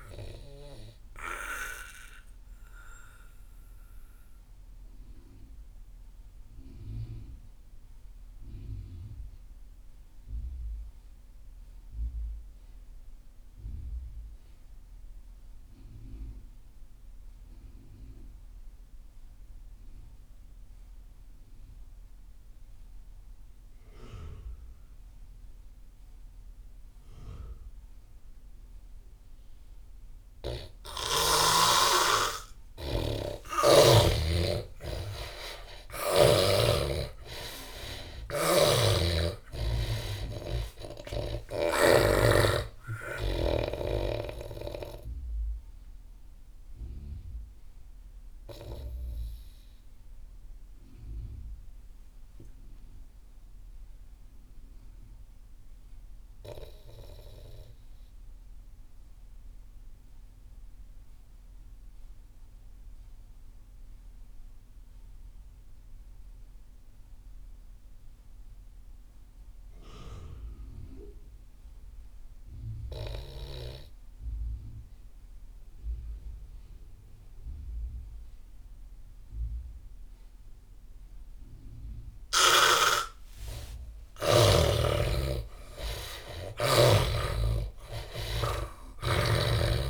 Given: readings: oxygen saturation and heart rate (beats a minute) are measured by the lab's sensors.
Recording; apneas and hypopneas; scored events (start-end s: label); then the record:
breathing in sleep by a room microphone; 2
0.00-10.50 s: oxygen desaturation (device-marked, oxygen 82% lowest)
1.50-33.00 s: obstructive apnea (oxygen 98% before, 80% lowest)
24.50-58.50 s: oxygen desaturation (device-marked, oxygen 98% before, 80% lowest)
34.00-38.50 s: arousal
38.50-42.00 s: snoring (device-marked)
44.00-82.00 s: obstructive apnea (oxygen 98% before, 75% lowest)
69.50-89.90 s: oxygen desaturation (device-marked, oxygen 99% before, 75% lowest)
83.50-87.50 s: arousal
85.00-89.90 s: snoring (device-marked)
From the record:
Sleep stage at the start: N2 (light sleep); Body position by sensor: on the back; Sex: male